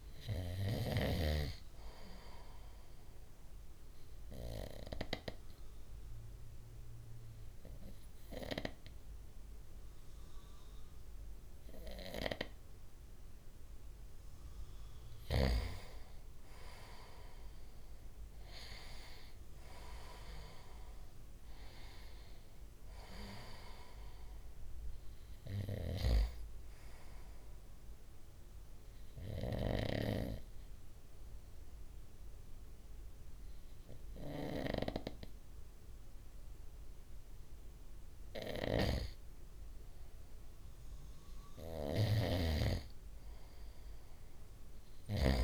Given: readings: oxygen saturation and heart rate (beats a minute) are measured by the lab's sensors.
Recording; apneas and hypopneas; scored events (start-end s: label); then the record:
breathing in sleep by a room microphone; 2
1.50-14.00 s: obstructive apnea (oxygen 96% before, 94% lowest, heart rate 62 before, 59 extreme, up 6 after)
17.50-21.00 s: arousal
27.50-40.50 s: obstructive apnea (oxygen 96% before, 93% lowest, heart rate 62 before, 59 extreme, up 4 after)
43.50-45.44 s: arousal
From the record:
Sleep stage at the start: N2 (light sleep); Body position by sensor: on the front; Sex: male